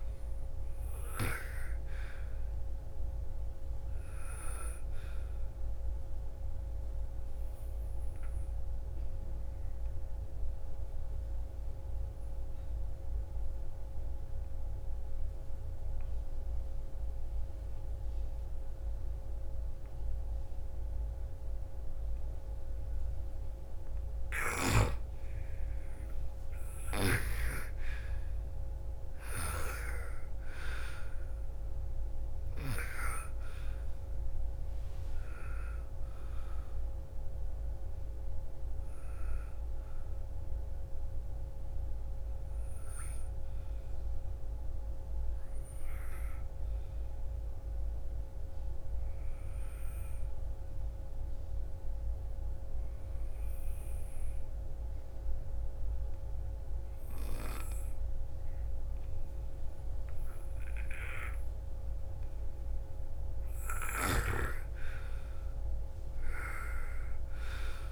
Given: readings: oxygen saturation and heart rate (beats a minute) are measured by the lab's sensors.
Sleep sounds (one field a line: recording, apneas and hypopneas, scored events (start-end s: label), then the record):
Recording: breathing in sleep by a room microphone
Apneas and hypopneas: 2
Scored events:
1.00-12.00 s: oxygen desaturation (device-marked, oxygen 97% before, 90% lowest, heart rate 51 before, 46 extreme)
6.50-23.50 s: obstructive apnea (oxygen 98% before, 88% lowest, heart rate 53 before, 46 extreme, up 3 after)
25.00-46.00 s: oxygen desaturation (device-marked, oxygen 97% before, 88% lowest, heart rate 59 before, 47 extreme)
25.50-30.50 s: arousal
46.00-62.50 s: obstructive apnea (oxygen 97% before, 87% lowest, heart rate 59 before, 55 extreme, up 10 after)
62.00-67.92 s: oxygen desaturation (device-marked, oxygen 98% before, 89% lowest, heart rate 60 before, 49 extreme)
64.00-67.92 s: arousal
From the record:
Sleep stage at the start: N2 (light sleep)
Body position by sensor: on the right side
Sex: female